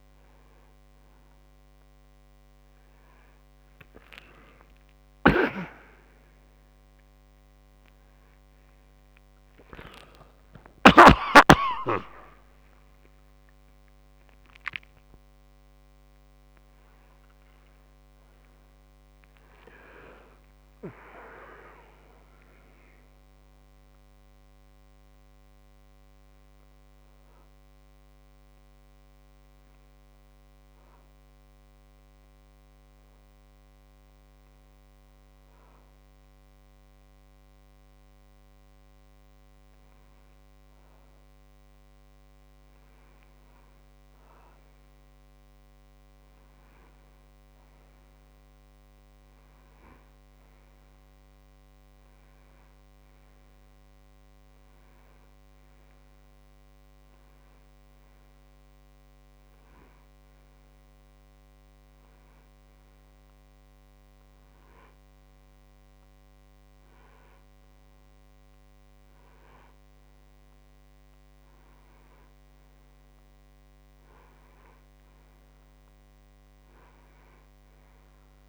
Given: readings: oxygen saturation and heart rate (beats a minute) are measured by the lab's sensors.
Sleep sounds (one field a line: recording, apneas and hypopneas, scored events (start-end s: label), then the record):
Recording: a person partly awake in a sleep study, by a microphone on the trachea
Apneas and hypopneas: 2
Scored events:
5.00-11.00 s: snoring (device-marked)
23.00-78.49 s: new sleep stage, N1 (lightest sleep)
26.50-39.50 s: hypopnea (oxygen 93% before, 92% lowest, heart rate 74 before, 63 extreme, up 3 after)
43.00-46.50 s: arousal
55.00-66.00 s: oxygen desaturation (device-marked, oxygen 97% before, 93% lowest, heart rate 65 before, 64 extreme)
61.50-74.00 s: hypopnea (oxygen 97% before, 91% lowest, heart rate 66 before, 64 extreme, up 3 after)
From the record:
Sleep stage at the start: awake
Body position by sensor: on the right side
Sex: male